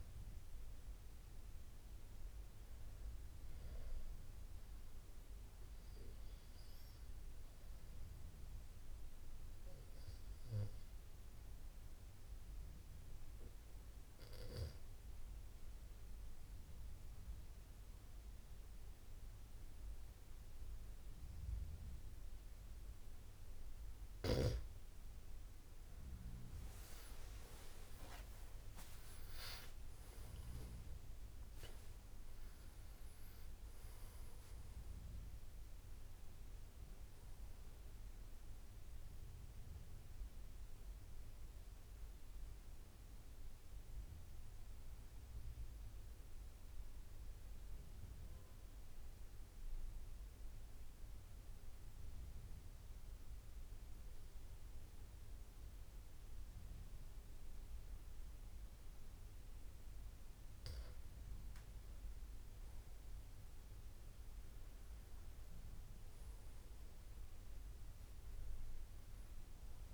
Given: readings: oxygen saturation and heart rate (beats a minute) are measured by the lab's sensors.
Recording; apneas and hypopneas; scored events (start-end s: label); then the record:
breathing in sleep, hard to hear, by a room microphone; 2
0.00-16.00 s: oxygen desaturation (device-marked, oxygen 92% lowest, heart rate 75 extreme)
7.00-23.00 s: obstructive apnea (oxygen 97% before, 87% lowest, heart rate 77 before, 65 extreme, up 22 after)
26.00-30.50 s: arousal
26.00-51.00 s: oxygen desaturation (device-marked, oxygen 92% before, 87% lowest, heart rate 78 before, 65 extreme)
40.50-60.50 s: mixed apnea (oxygen 92% before, 86% lowest, heart rate 89 before, 65 extreme, up 12 after)
62.00-66.00 s: arousal
67.00-69.94 s: oxygen desaturation (device-marked, oxygen 97% before, 87% lowest, heart rate 77 before, 68 extreme)
From the record:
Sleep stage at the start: N2 (light sleep); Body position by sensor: on the back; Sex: male